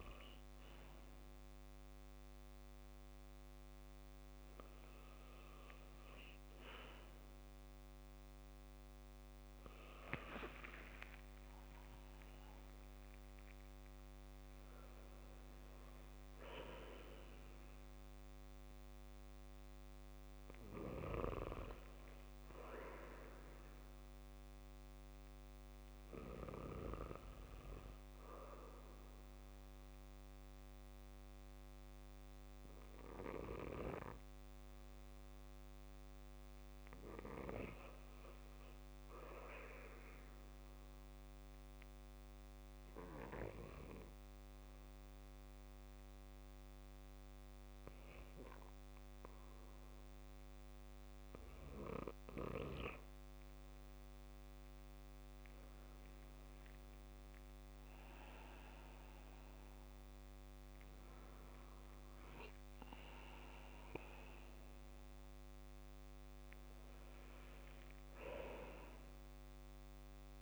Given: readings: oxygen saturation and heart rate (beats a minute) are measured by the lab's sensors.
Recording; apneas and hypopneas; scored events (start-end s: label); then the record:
breathing in sleep by a microphone on the trachea; 1
10.00-14.00 s: arousal
41.00-55.50 s: obstructive apnea (oxygen 95% before, 92% lowest, heart rate 65 before, 62 extreme, up 4 after)
58.00-61.50 s: arousal
From the record:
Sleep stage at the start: N2 (light sleep); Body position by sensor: on the back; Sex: male